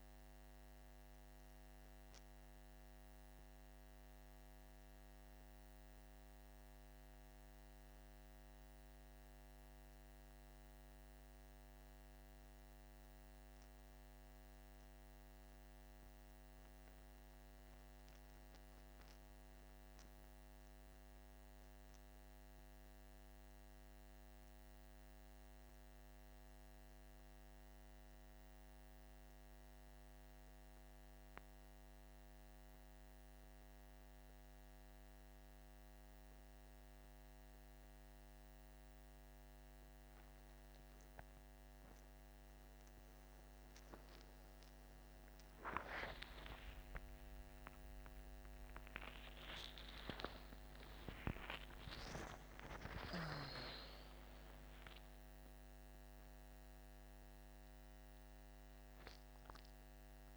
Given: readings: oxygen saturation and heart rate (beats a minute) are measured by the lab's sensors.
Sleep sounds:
breathing in sleep by a microphone on the trachea; none
22.00-60.37 s: new sleep stage, N1 (lightest sleep)
45.00-52.00 s: arousal
From the record:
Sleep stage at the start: N2 (light sleep); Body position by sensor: on the back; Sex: male

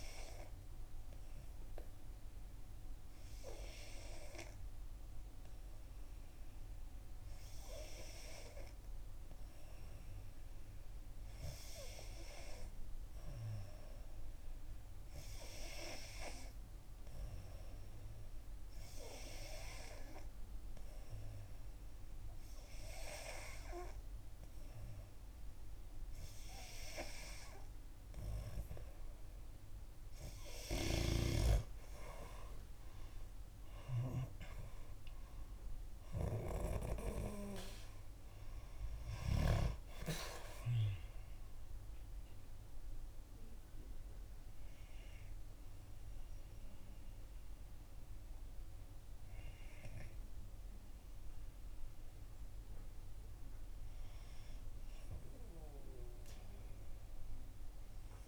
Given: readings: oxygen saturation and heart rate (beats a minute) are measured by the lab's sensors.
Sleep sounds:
breathing in sleep by a room microphone; 1
1.00-11.50 s: hypopnea (oxygen 93% before, 90% lowest, heart rate 66 before, 63 extreme, up 2 after)
31.50-35.00 s: arousal
From the record:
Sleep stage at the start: N2 (light sleep); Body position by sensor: on the back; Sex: female

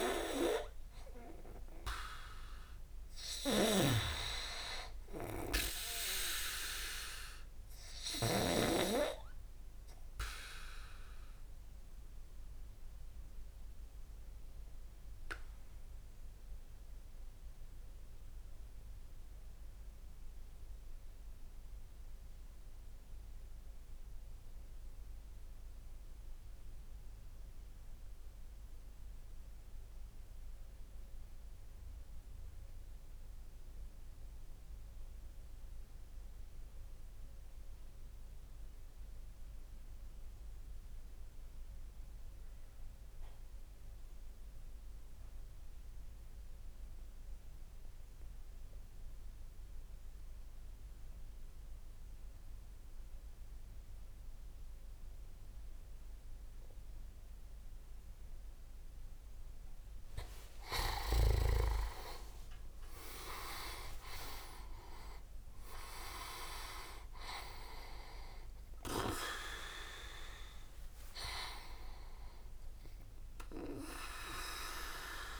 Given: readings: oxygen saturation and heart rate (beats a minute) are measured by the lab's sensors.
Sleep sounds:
breathing in sleep by a room microphone; 1
0.00-8.00 s: snoring (device-marked)
8.50-24.50 s: oxygen desaturation (device-marked, oxygen 99% before, 92% lowest, heart rate 47 before, 32 extreme)
10.50-58.50 s: obstructive apnea (oxygen 100% before, 83% lowest)
41.50-47.50 s: oxygen desaturation (device-marked, oxygen 98% before, 94% lowest)
56.50-75.40 s: oxygen desaturation (device-marked, oxygen 96% before, 83% lowest)
61.00-65.50 s: arousal
From the record:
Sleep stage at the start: REM sleep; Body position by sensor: on the back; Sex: male

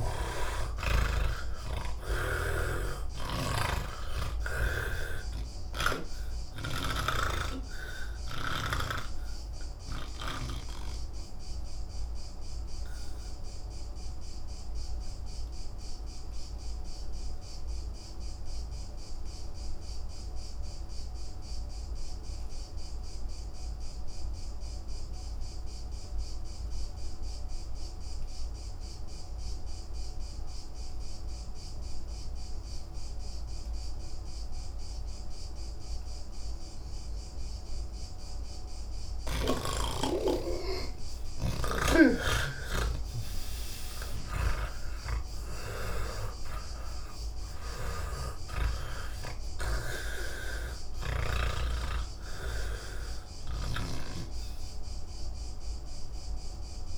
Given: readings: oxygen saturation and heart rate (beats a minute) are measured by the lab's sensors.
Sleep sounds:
breathing in sleep by a room microphone; 1
0.00-25.50 s: oxygen desaturation (device-marked, oxygen 76% lowest, heart rate 48 extreme)
10.00-39.00 s: obstructive apnea (oxygen 98% before, 75% lowest, heart rate 135 before, 48 extreme)
30.50-56.98 s: oxygen desaturation (device-marked, oxygen 97% before, 75% lowest, heart rate 107 before, 79 extreme)
44.50-50.00 s: snoring (device-marked)
From the record:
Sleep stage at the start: N3 (deep sleep); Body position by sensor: on the back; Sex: male

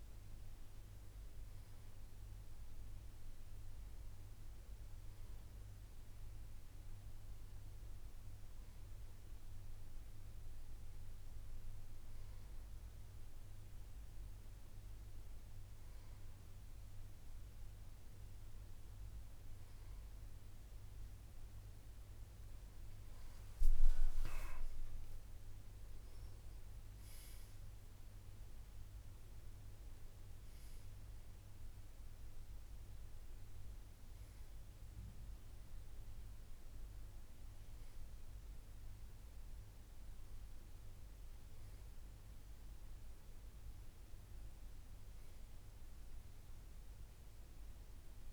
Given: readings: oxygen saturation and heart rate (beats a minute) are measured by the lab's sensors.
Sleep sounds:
breathing in sleep, hard to hear, by a room microphone; none
23.50-27.00 s: arousal
From the record:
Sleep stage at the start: N1 (lightest sleep); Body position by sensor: on the back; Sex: male

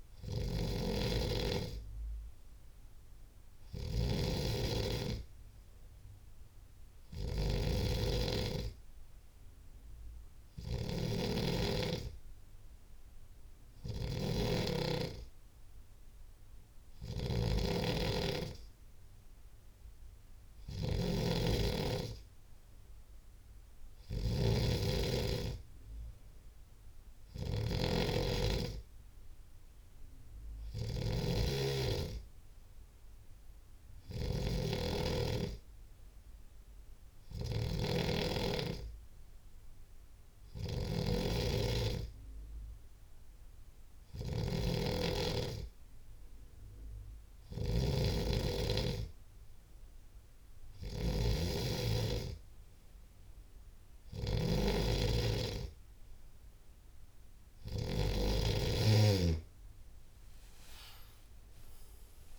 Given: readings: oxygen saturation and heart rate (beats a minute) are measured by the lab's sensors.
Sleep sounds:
breathing in sleep by a room microphone; none
56.00-62.39 s: new sleep stage, N2 (light sleep)
From the record:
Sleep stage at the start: N3 (deep sleep); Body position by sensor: on the left side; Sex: male

